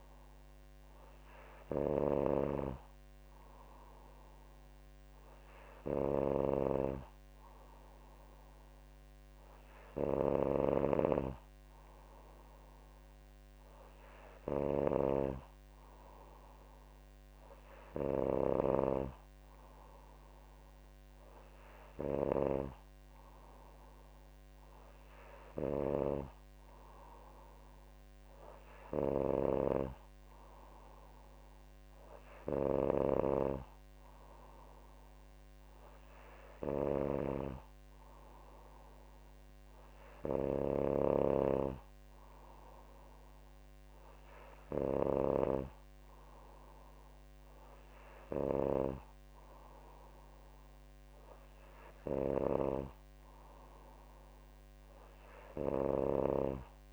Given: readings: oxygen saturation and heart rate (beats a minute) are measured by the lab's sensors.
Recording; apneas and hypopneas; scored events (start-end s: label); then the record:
breathing in sleep by a microphone on the trachea; none
50.00-56.93 s: new sleep stage, N3 (deep sleep)
From the record:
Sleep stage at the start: N2 (light sleep); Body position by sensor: on the back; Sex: female